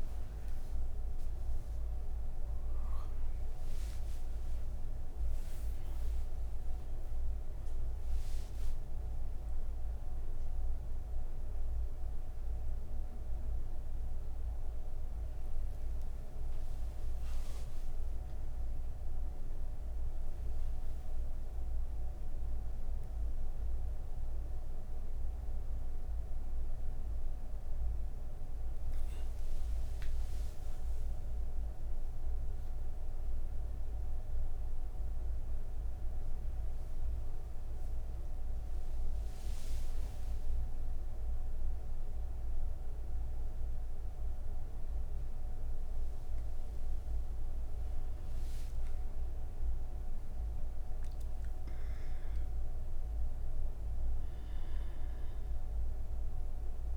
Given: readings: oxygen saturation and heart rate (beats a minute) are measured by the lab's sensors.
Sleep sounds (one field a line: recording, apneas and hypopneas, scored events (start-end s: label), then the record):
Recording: breathing in sleep, hard to hear, by a room microphone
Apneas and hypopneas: none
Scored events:
none scored
From the record:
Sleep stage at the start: N1 (lightest sleep)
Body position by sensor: on the back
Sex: female